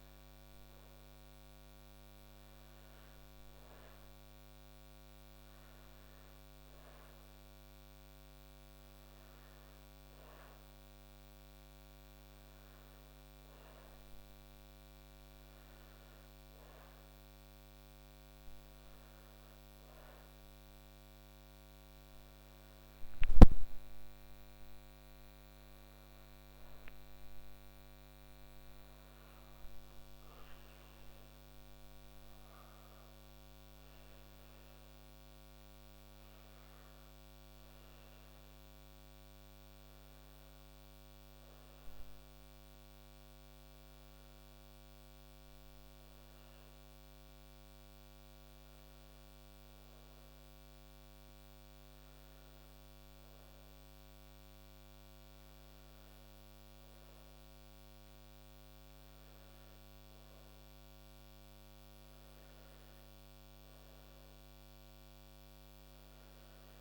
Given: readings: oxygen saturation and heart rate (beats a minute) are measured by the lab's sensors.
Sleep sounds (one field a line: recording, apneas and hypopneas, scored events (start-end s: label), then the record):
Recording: a person partly awake in a sleep study, hard to hear, by a microphone on the trachea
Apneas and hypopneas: none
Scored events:
16.00-66.81 s: new sleep stage, N1 (lightest sleep)
From the record:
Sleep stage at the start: awake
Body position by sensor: on the back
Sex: female